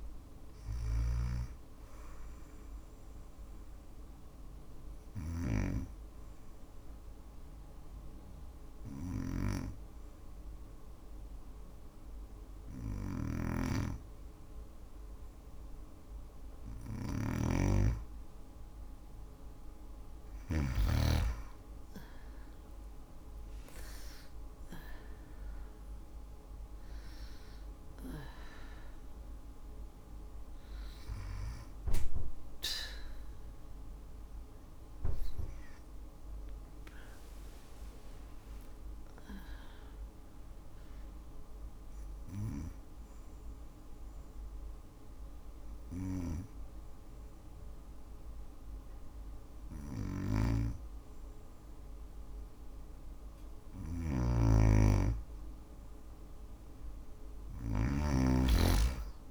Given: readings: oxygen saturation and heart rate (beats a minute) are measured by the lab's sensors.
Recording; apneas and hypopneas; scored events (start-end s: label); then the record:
breathing in sleep by a room microphone; 2
0.00-12.50 s: oxygen desaturation (device-marked, oxygen 91% lowest, heart rate 56 extreme)
0.00-20.00 s: snoring (device-marked)
4.50-16.50 s: obstructive apnea (oxygen 97% before, 91% lowest, heart rate 63 before, 53 extreme, up 5 after)
21.50-25.00 s: arousal
24.50-42.50 s: oxygen desaturation (device-marked, oxygen 97% before, 92% lowest, heart rate 58 before, 53 extreme)
38.50-52.00 s: obstructive apnea (oxygen 97% before, 92% lowest, heart rate 59 before, 37 extreme, up 4 after)
49.00-57.00 s: snoring (device-marked)
From the record:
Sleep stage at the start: N2 (light sleep); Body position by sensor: on the back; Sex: female